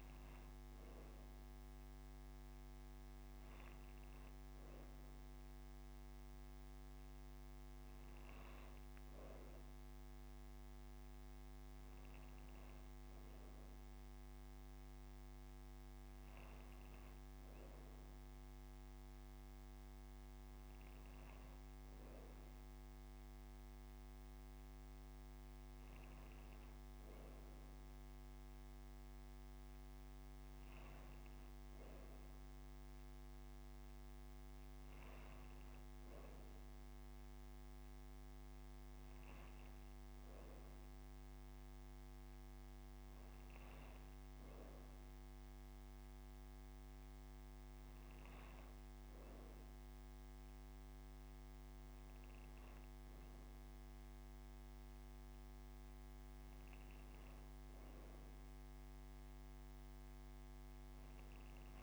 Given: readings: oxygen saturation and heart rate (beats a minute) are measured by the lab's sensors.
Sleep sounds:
breathing in sleep, hard to hear, by a microphone on the trachea; none
none scored
From the record:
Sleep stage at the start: N2 (light sleep); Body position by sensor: on the right side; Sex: female

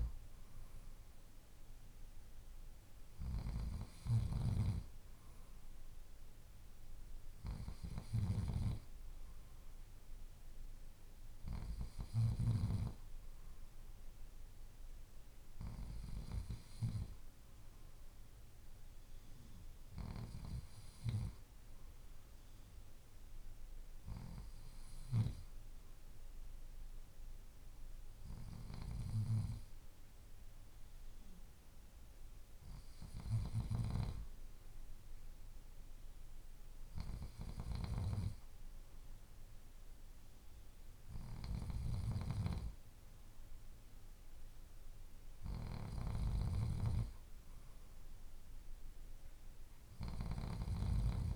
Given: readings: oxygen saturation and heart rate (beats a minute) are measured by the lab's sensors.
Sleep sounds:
breathing in sleep by a room microphone; none
none scored
From the record:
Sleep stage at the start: N2 (light sleep); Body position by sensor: on the left side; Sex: male

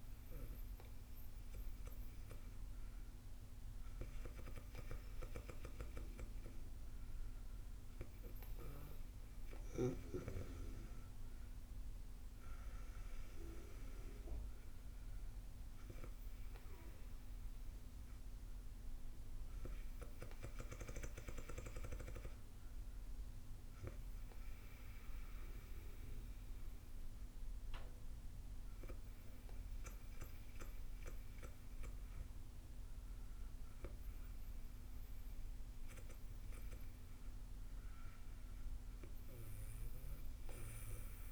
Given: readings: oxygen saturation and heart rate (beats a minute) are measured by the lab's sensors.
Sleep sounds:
breathing in sleep by a room microphone; none
none scored
From the record:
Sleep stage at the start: N2 (light sleep); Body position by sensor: on the back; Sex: female

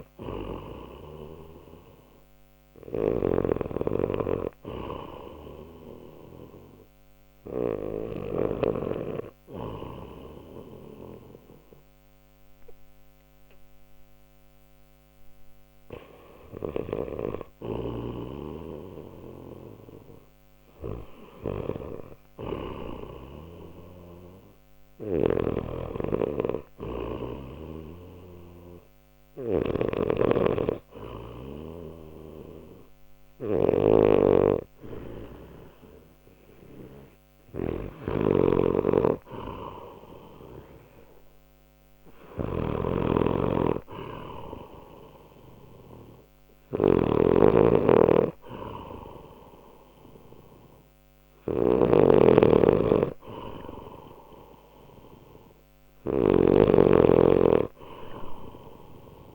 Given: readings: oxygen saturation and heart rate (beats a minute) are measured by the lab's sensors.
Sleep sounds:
breathing in sleep by a microphone on the trachea; 1
0.00-1.00 s: arousal
0.00-8.50 s: snoring (device-marked)
6.00-19.00 s: hypopnea (oxygen 91% before, 89% lowest, heart rate 65 before, 63 extreme, up 1 after)
22.50-27.00 s: arousal
24.00-59.35 s: new sleep stage, N2 (light sleep)
25.00-59.35 s: snoring (device-marked)
56.50-59.35 s: arousal
From the record:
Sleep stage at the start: REM sleep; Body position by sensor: on the left side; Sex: male

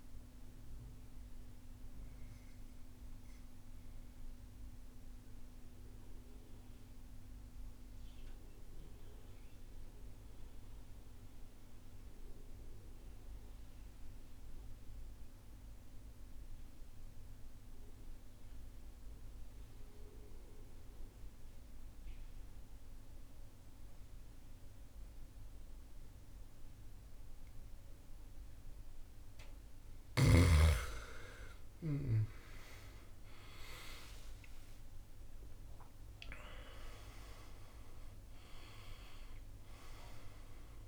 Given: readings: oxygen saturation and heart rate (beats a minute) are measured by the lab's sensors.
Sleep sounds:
breathing in sleep by a room microphone; 1
0.00-21.00 s: oxygen desaturation (device-marked, oxygen 87% lowest, heart rate 48 extreme)
1.50-28.50 s: mixed apnea (oxygen 99% before, 81% lowest, heart rate 59 before, 48 extreme, up 20 after)
30.00-40.88 s: oxygen desaturation (device-marked, oxygen 98% before, 81% lowest, heart rate 54 before, 50 extreme)
30.50-34.00 s: arousal
From the record:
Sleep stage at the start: N2 (light sleep); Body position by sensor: on the right side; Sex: male

